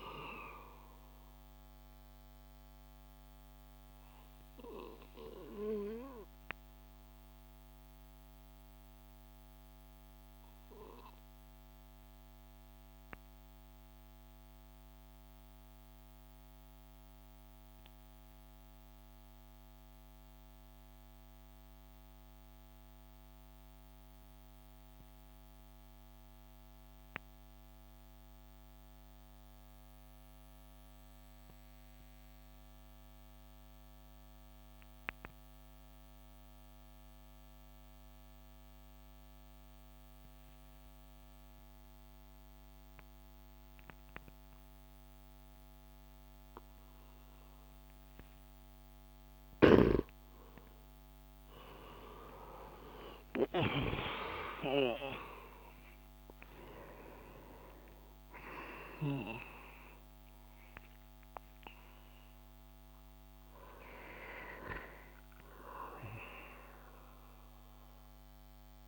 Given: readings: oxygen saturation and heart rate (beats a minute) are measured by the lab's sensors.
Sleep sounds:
breathing in sleep by a microphone on the trachea; 1
0.00-13.50 s: oxygen desaturation (device-marked, oxygen 88% lowest)
1.50-52.00 s: obstructive apnea (oxygen 95% before, 85% lowest)
32.50-68.88 s: oxygen desaturation (device-marked, oxygen 98% before, 85% lowest)
49.00-59.00 s: snoring (device-marked)
53.50-57.00 s: arousal
From the record:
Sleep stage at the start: N2 (light sleep); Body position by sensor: on the back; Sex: male

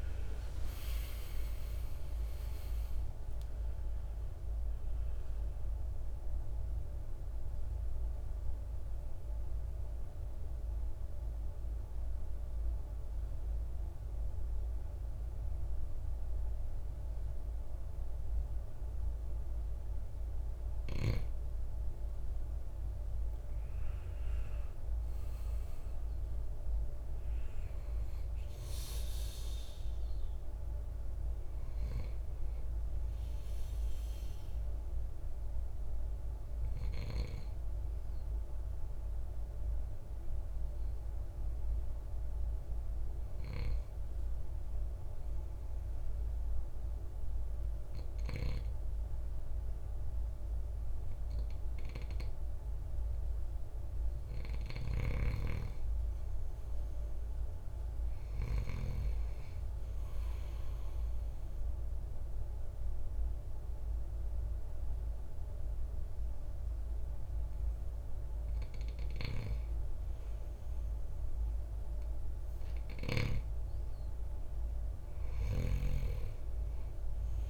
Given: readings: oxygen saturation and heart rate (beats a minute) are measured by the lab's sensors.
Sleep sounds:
breathing in sleep by a room microphone; 3
0.00-22.00 s: oxygen desaturation (device-marked, oxygen 76% lowest, heart rate 55 extreme)
8.00-19.50 s: mixed apnea (oxygen 86% before, 76% lowest, heart rate 77 before, 55 extreme, up 10 after)
22.00-26.00 s: arousal
29.00-45.00 s: oxygen desaturation (device-marked, oxygen 100% before, 93% lowest, heart rate 65 before, 55 extreme)
41.00-54.00 s: hypopnea (oxygen 100% before, 93% lowest, heart rate 63 before, 57 extreme, up 7 after)
54.00-58.00 s: snoring (device-marked)
55.50-58.00 s: arousal
59.00-69.00 s: obstructive apnea (oxygen 98% before, 92% lowest, heart rate 59 before, 56 extreme, up 5 after)
64.00-77.50 s: oxygen desaturation (device-marked, oxygen 97% before, 93% lowest, heart rate 61 before, 53 extreme)
74.50-77.50 s: arousal
From the record:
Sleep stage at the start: N2 (light sleep); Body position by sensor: on the right side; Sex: male

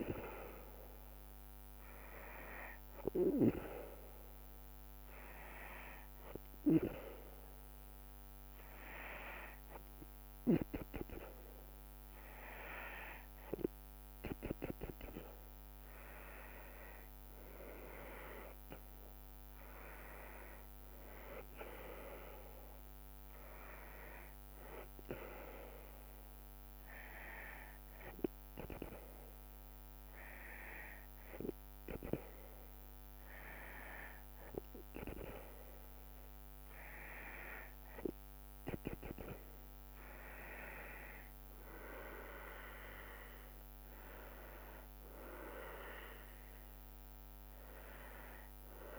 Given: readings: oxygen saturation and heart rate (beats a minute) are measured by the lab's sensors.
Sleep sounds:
breathing in sleep by a microphone on the trachea; none
41.50-48.99 s: drop in pulse transit time (device-marked, heart rate 75 before, 69 extreme)
41.50-48.99 s: new sleep stage, N1 (lightest sleep)
From the record:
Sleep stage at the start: N2 (light sleep); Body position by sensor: on the back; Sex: female

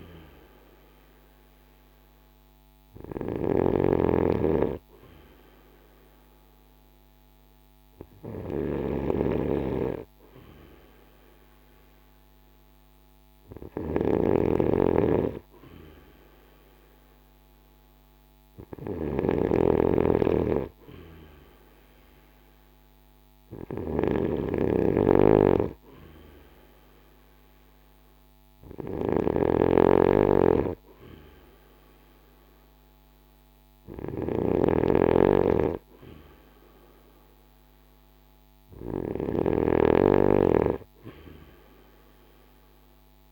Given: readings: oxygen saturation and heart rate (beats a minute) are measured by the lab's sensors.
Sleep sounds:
breathing in sleep by a microphone on the trachea; none
0.00-43.32 s: snoring (device-marked)
From the record:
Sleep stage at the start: N2 (light sleep); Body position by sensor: on the right side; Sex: male

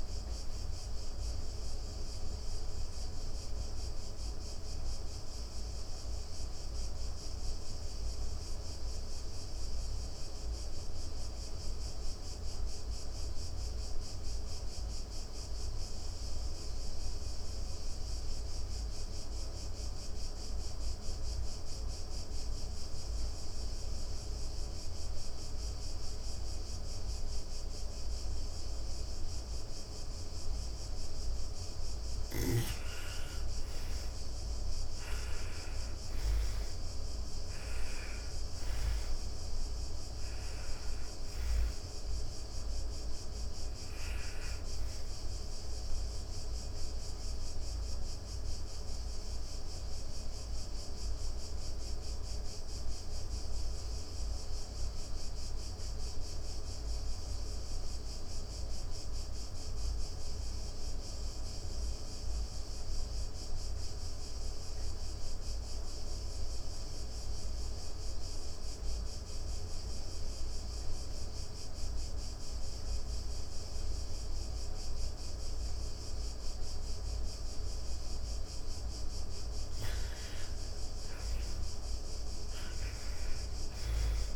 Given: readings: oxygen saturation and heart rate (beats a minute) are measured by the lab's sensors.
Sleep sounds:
breathing in sleep, hard to hear, by a room microphone; 2
0.00-11.00 s: oxygen desaturation (device-marked, oxygen 82% lowest)
0.50-28.50 s: obstructive apnea (oxygen 98% before, 82% lowest)
26.00-59.00 s: oxygen desaturation (device-marked, oxygen 99% before, 83% lowest, heart rate 38 before, 58 extreme)
32.00-36.50 s: arousal
44.00-78.00 s: obstructive apnea (oxygen 99% before, 83% lowest, heart rate 75 before, 113 extreme, up 36 after)
75.00-84.36 s: oxygen desaturation (device-marked, oxygen 99% before, 83% lowest, heart rate 174 before, 145 extreme)
From the record:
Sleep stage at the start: N2 (light sleep); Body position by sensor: on the back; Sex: female

